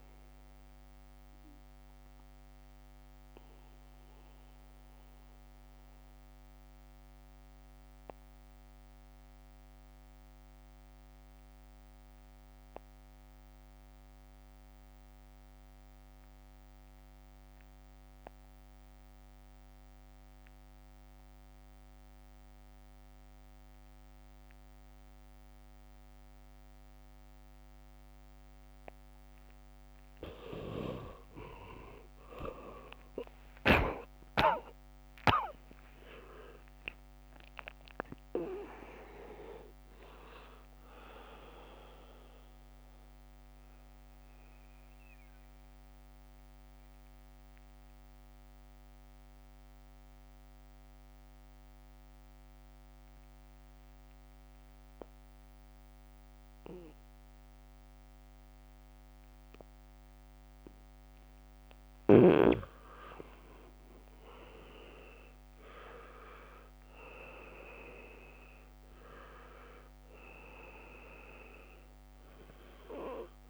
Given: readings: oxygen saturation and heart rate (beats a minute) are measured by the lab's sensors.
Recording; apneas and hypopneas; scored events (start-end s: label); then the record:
breathing in sleep by a microphone on the trachea; 2
0.00-19.50 s: oxygen desaturation (device-marked, oxygen 74% lowest, heart rate 67 extreme)
3.50-28.00 s: obstructive apnea (oxygen 97% before, 74% lowest, heart rate 70 before, 67 extreme, up 7 after)
22.00-24.50 s: leg movement (device-marked)
24.50-61.50 s: oxygen desaturation (device-marked, oxygen 98% before, 74% lowest, heart rate 75 before, 68 extreme)
31.50-37.00 s: arousal
33.00-35.00 s: leg movement (device-marked)
44.50-61.50 s: mixed apnea (oxygen 98% before, 74% lowest, heart rate 76 before, 72 extreme)
62.00-64.50 s: leg movement (device-marked)
63.00-68.00 s: arousal
63.50-73.50 s: oxygen desaturation (device-marked, oxygen 99% before, 85% lowest, heart rate 81 before, 64 extreme)
69.50-71.00 s: leg movement (device-marked)
From the record:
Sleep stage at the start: REM sleep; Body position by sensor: on the back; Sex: male